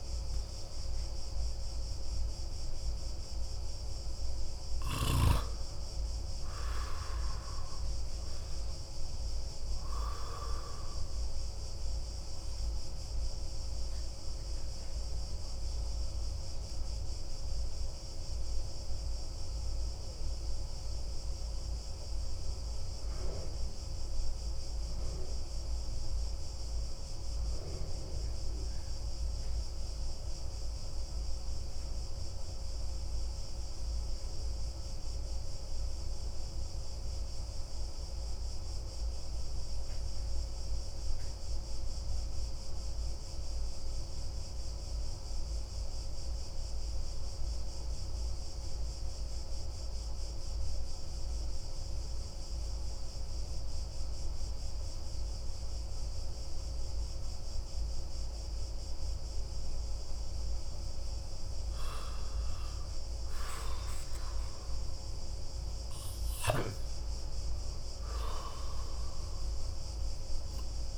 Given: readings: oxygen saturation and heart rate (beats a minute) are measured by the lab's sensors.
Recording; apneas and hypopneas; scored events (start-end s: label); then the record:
breathing in sleep by a room microphone; 1
0.00-6.00 s: oxygen desaturation (device-marked, oxygen 92% lowest)
12.50-60.50 s: obstructive apnea (oxygen 96% before, 90% lowest)
62.00-65.50 s: arousal
From the record:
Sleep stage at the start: N2 (light sleep); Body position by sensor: on the back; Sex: male